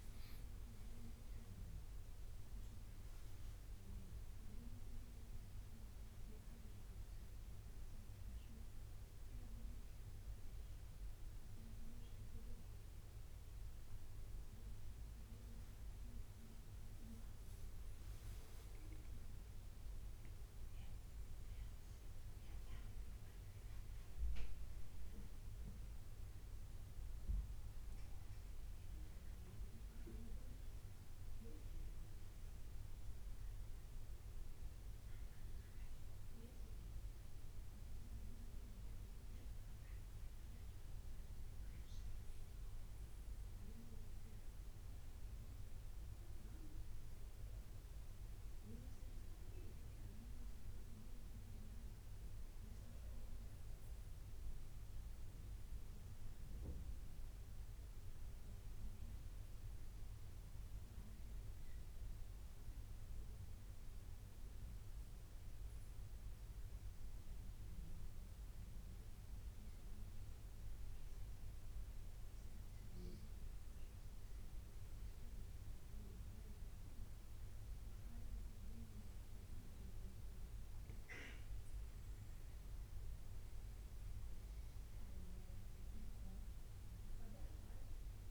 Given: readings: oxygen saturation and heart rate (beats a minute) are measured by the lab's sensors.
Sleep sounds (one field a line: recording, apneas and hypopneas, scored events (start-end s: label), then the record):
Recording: breathing in sleep by a room microphone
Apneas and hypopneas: 1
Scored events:
7.50-37.50 s: new sleep stage, N1 (lightest sleep)
15.50-19.50 s: arousal
37.50-88.31 s: new sleep stage, N2 (light sleep)
61.00-73.50 s: central apnea (oxygen 98% before, 93% lowest, heart rate 84 before, 83 extreme, up 5 after)
72.50-88.31 s: oxygen desaturation (device-marked, oxygen 96% before, 93% lowest, heart rate 84 before, 85 extreme)
76.00-80.50 s: arousal
From the record:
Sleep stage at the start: N2 (light sleep)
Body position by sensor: on the right side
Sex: male